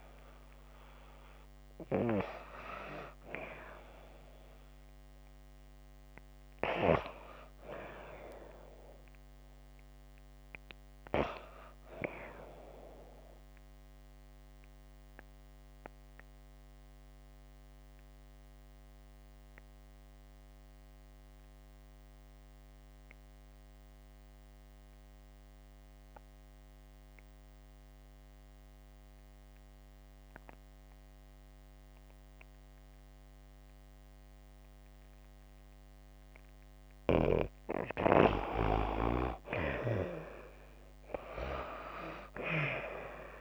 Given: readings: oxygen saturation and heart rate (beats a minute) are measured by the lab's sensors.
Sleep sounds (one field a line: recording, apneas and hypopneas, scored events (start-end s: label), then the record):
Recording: breathing in sleep by a microphone on the trachea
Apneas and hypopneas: 1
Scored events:
0.00-39.50 s: oxygen desaturation (device-marked, oxygen 85% lowest, heart rate 52 extreme)
13.50-37.00 s: obstructive apnea (oxygen 98% before, 85% lowest, heart rate 62 before, 52 extreme, up 11 after)
40.00-43.41 s: arousal
From the record:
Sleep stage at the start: N2 (light sleep)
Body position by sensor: on the back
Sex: female